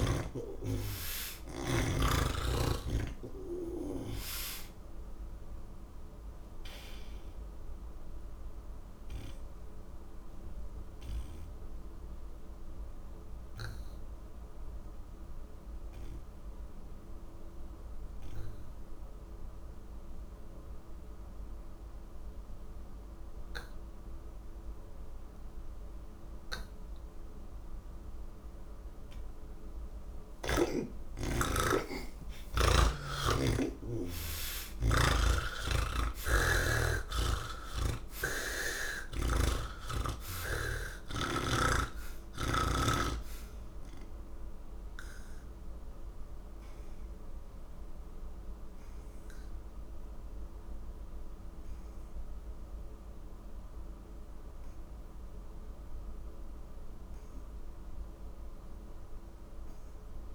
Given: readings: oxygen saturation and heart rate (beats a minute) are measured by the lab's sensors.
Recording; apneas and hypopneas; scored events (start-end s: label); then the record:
breathing in sleep by a room microphone; none
0.00-8.50 s: oxygen desaturation (device-marked, oxygen 84% lowest, heart rate 39 extreme)
13.50-24.50 s: oxygen desaturation (device-marked, oxygen 89% before, 74% lowest, heart rate 109 before, 39 extreme)
31.50-38.50 s: oxygen desaturation (device-marked, oxygen 96% before, 87% lowest, heart rate 88 before, 80 extreme)
40.50-60.35 s: oxygen desaturation (device-marked, oxygen 93% before, 76% lowest, heart rate 80 before, 40 extreme)
From the record:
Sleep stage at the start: N3 (deep sleep); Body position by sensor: on the back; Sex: male